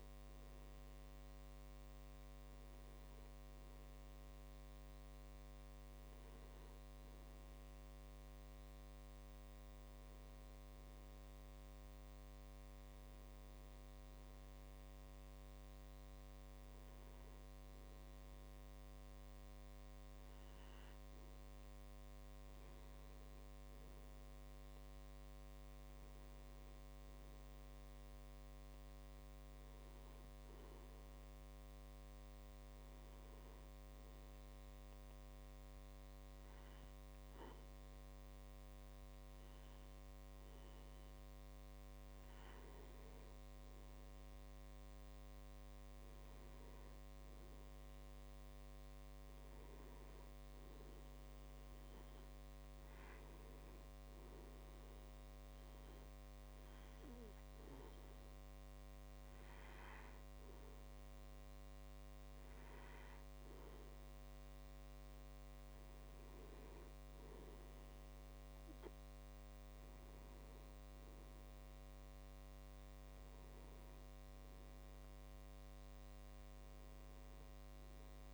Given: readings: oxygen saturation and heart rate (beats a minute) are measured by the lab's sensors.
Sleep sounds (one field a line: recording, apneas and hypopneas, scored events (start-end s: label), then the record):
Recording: a person partly awake in a sleep study, hard to hear, by a microphone on the trachea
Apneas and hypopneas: none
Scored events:
19.50-78.34 s: new sleep stage, N1 (lightest sleep)
From the record:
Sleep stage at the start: awake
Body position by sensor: on the back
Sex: male